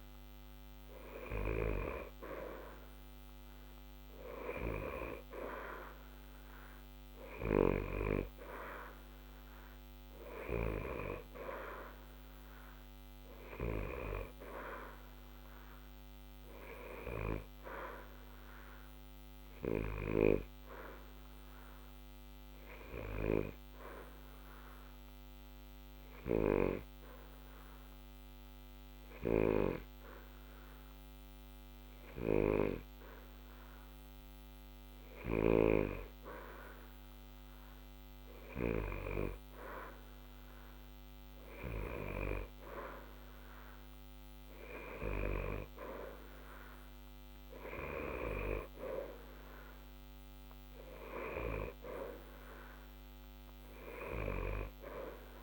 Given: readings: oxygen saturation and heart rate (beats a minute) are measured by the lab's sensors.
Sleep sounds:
breathing in sleep by a microphone on the trachea; 1
21.50-36.50 s: obstructive apnea (oxygen 91% before, 88% lowest, heart rate 60 before, 60 extreme, up 0 after)
40.00-44.50 s: arousal
From the record:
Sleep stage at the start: N2 (light sleep); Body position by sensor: on the back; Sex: male

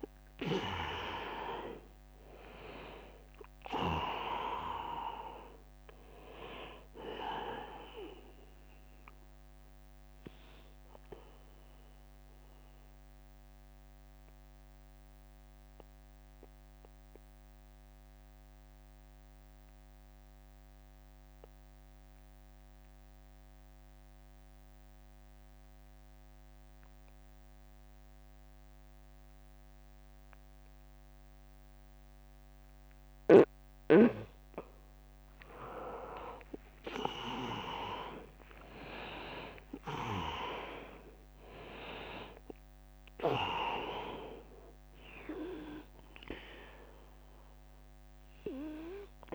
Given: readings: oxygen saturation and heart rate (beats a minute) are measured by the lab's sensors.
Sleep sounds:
breathing in sleep by a microphone on the trachea; 1
0.00-8.00 s: drop in pulse transit time (device-marked, heart rate 77 extreme)
0.00-24.00 s: oxygen desaturation (device-marked, oxygen 80% lowest, heart rate 72 extreme)
10.00-32.50 s: mixed apnea (oxygen 100% before, 80% lowest, heart rate 81 before, 72 extreme, up 11 after)
36.00-41.00 s: arousal
36.00-47.00 s: drop in pulse transit time (device-marked, heart rate 80 before, 82 extreme)
39.00-49.35 s: oxygen desaturation (device-marked, oxygen 100% before, 84% lowest, heart rate 81 before, 73 extreme)
From the record:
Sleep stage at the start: N2 (light sleep); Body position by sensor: on the back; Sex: male

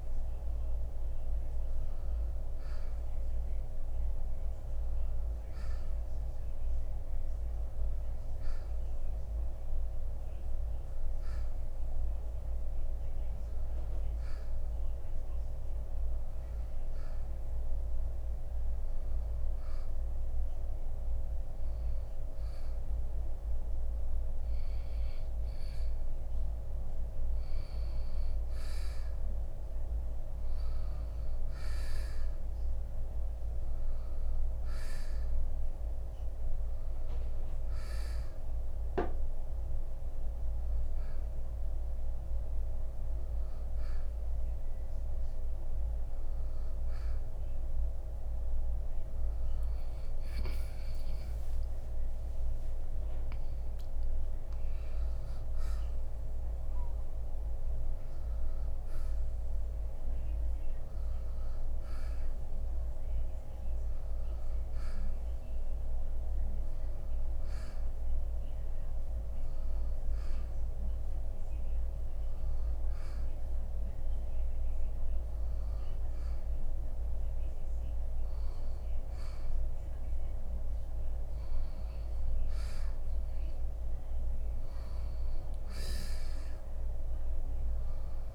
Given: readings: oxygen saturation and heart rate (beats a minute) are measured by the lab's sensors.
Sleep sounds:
breathing in sleep, hard to hear, by a room microphone; none
0.00-4.50 s: oxygen desaturation (device-marked, oxygen 86% lowest, heart rate 60 extreme)
20.50-88.35 s: new sleep stage, N2 (light sleep)
41.50-61.50 s: oxygen desaturation (device-marked, oxygen 90% before, 87% lowest, heart rate 65 before, 59 extreme)
51.00-55.00 s: arousal
From the record:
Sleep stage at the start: N1 (lightest sleep); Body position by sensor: on the right side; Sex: male

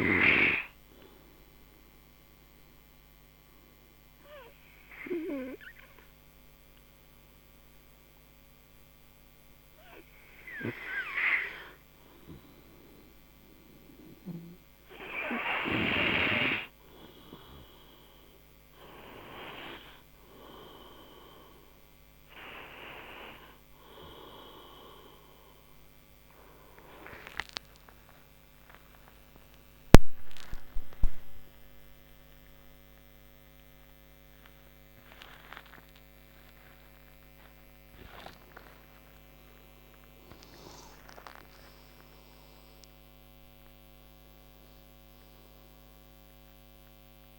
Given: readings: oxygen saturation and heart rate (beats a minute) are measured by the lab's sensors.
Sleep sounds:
a person awake in a sleep study, by a microphone on the trachea; 1
3.00-14.50 s: obstructive apnea (oxygen 98% before, 92% lowest, heart rate 62 before, 55 extreme, up 31 after)
11.50-17.50 s: oxygen desaturation (device-marked, oxygen 98% before, 94% lowest, heart rate 60 before, 66 extreme)
16.50-46.50 s: new sleep stage, awake
19.50-31.50 s: oxygen desaturation (device-marked, oxygen 98% before, 92% lowest, heart rate 62 before, 29 extreme)
24.50-33.50 s: tachycardia (device-marked, heart rate 63 before, 132 extreme)
30.00-39.00 s: snoring (device-marked)
46.50-47.39 s: new sleep stage, N2 (light sleep)
From the record:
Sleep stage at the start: N2 (light sleep); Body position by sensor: on the right side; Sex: male

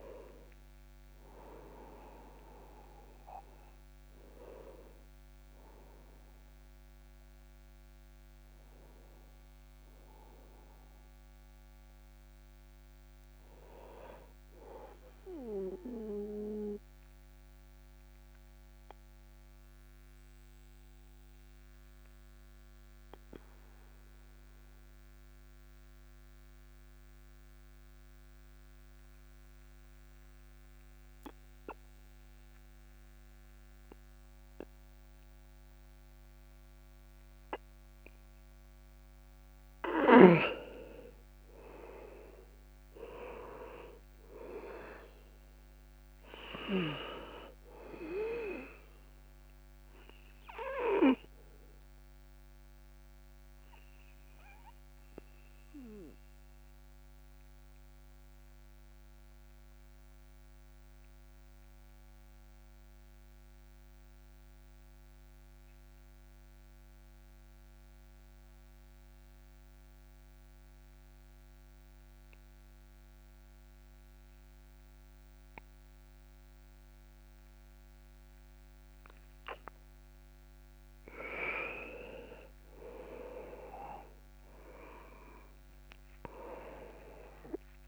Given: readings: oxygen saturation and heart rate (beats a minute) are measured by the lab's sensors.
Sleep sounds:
breathing in sleep by a microphone on the trachea; 2
0.00-18.50 s: oxygen desaturation (device-marked, oxygen 86% lowest, heart rate 28 extreme)
14.50-39.00 s: obstructive apnea (oxygen 97% before, 88% lowest, heart rate 50 before, 28 extreme, up 38 after)
41.00-45.00 s: arousal
42.50-67.50 s: oxygen desaturation (device-marked, oxygen 99% before, 91% lowest, heart rate 46 before, 39 extreme)
49.00-79.50 s: obstructive apnea (oxygen 100% before, 88% lowest, heart rate 50 before, 37 extreme, up 13 after)
81.50-87.88 s: oxygen desaturation (device-marked, oxygen 99% before, 88% lowest)
84.00-87.88 s: arousal
From the record:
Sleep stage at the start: N2 (light sleep); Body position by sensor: on the back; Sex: male

